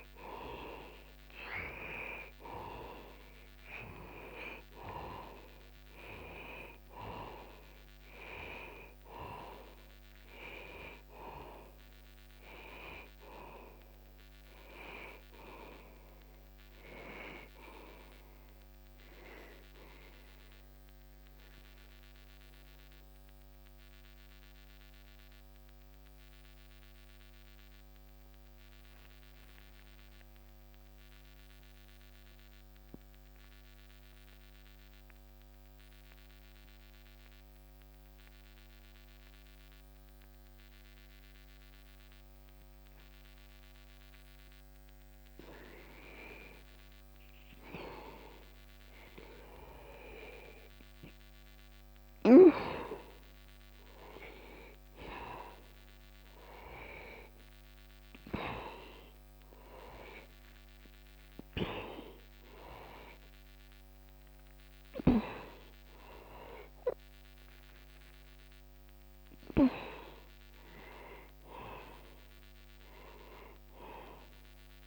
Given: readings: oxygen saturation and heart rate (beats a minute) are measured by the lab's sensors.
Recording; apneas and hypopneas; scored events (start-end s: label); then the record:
breathing in sleep by a microphone on the trachea; 1
1.00-41.00 s: oxygen desaturation (device-marked, oxygen 96% before, 86% lowest, heart rate 60 before, 60 extreme)
21.50-46.50 s: obstructive apnea (oxygen 96% before, 85% lowest, heart rate 61 before, 60 extreme, up 9 after)
49.50-53.00 s: arousal
54.00-74.87 s: oxygen desaturation (device-marked, oxygen 97% before, 85% lowest, heart rate 61 before, 60 extreme)
From the record:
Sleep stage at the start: N2 (light sleep); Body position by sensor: on the back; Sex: male